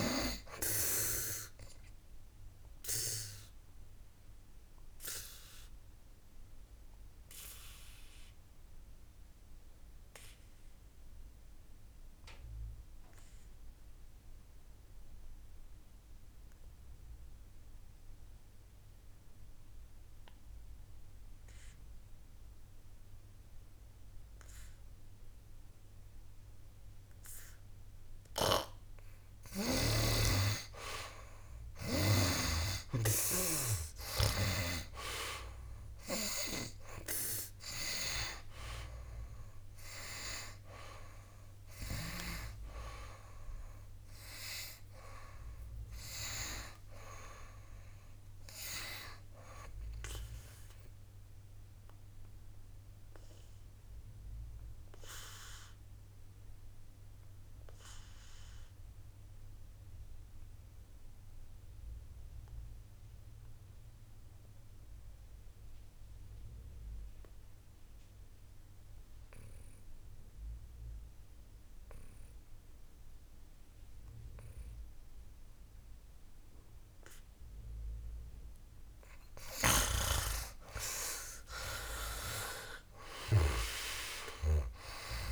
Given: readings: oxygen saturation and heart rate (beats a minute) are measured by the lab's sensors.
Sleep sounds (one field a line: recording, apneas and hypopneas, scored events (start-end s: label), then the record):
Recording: breathing in sleep by a room microphone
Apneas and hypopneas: 2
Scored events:
0.00-19.00 s: oxygen desaturation (device-marked, oxygen 78% lowest, heart rate 57 extreme)
3.50-28.50 s: obstructive apnea (oxygen 99% before, 76% lowest, heart rate 63 before, 57 extreme, up 13 after)
25.00-66.00 s: oxygen desaturation (device-marked, oxygen 98% before, 76% lowest, heart rate 61 before, 61 extreme)
28.50-32.50 s: snoring (device-marked)
35.00-39.00 s: arousal
51.50-79.50 s: obstructive apnea (oxygen 98% before, 76% lowest, heart rate 69 before, 57 extreme, up 13 after)
71.00-85.32 s: oxygen desaturation (device-marked, oxygen 98% before, 77% lowest, heart rate 65 before, 57 extreme)
80.50-85.32 s: arousal
From the record:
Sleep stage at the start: N2 (light sleep)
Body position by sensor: on the back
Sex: male